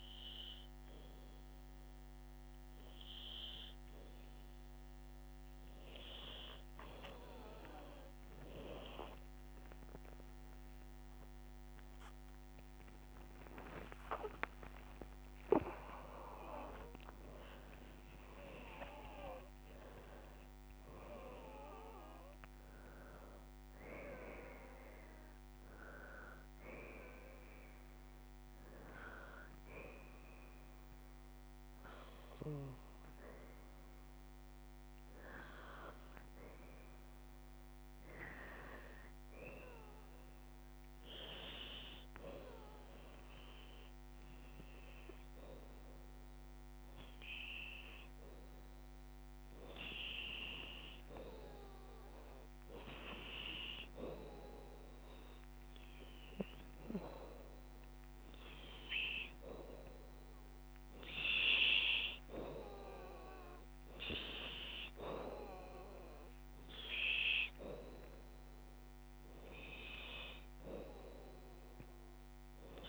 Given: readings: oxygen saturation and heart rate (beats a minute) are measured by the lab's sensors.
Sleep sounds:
a person partly awake in a sleep study, by a microphone on the trachea; none
0.00-12.50 s: bradycardia (device-marked)
11.50-23.50 s: drop in pulse transit time (device-marked)
14.00-16.00 s: long interval between heartbeats (device-marked, heart rate 37 before, 41 extreme)
18.00-20.00 s: long interval between heartbeats (device-marked, heart rate 39 before, 79 extreme)
18.50-26.50 s: bradycardia (device-marked, heart rate 74 before, 35 extreme)
20.50-72.89 s: new sleep stage, N2 (light sleep)
50.50-55.00 s: arousal
From the record:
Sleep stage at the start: awake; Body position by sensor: on the back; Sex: female

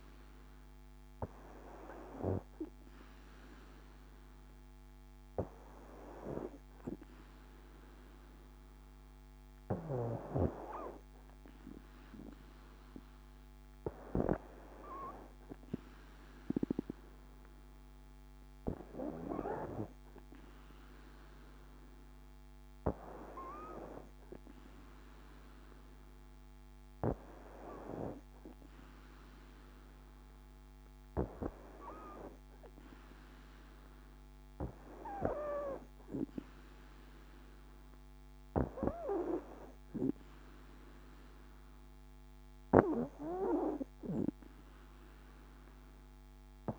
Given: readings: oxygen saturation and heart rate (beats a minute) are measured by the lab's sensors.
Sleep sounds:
breathing in sleep by a microphone on the trachea; none
none scored
From the record:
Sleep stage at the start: N2 (light sleep); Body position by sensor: on the back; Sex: female

